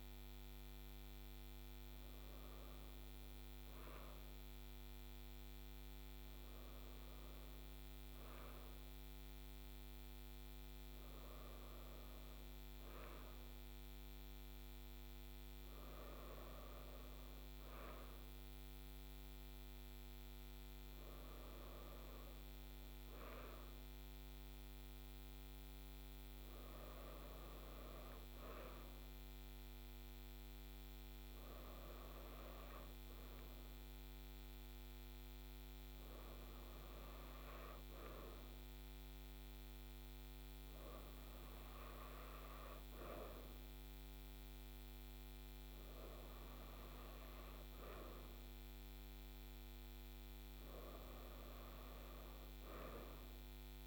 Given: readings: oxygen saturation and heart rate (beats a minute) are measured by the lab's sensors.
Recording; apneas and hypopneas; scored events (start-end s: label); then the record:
breathing in sleep, hard to hear, by a microphone on the trachea; none
none scored
From the record:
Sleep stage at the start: N2 (light sleep); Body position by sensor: on the right side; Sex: female